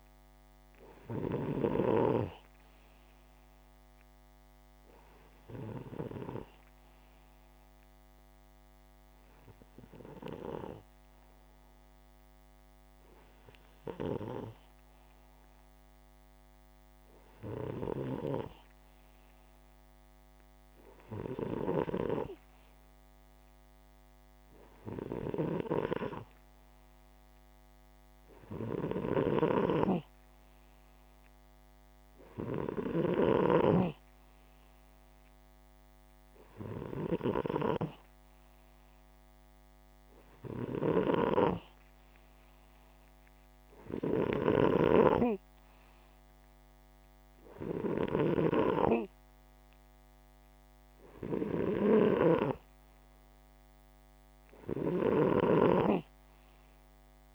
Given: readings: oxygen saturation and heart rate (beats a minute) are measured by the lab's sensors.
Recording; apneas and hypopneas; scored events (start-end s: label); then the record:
breathing in sleep by a microphone on the trachea; none
28.50-32.50 s: snoring (device-marked)
47.50-57.35 s: snoring (device-marked)
54.00-57.35 s: oxygen desaturation (device-marked, oxygen 96% before, 92% lowest, heart rate 62 before, 62 extreme)
From the record:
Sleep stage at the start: N2 (light sleep); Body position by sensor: upright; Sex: male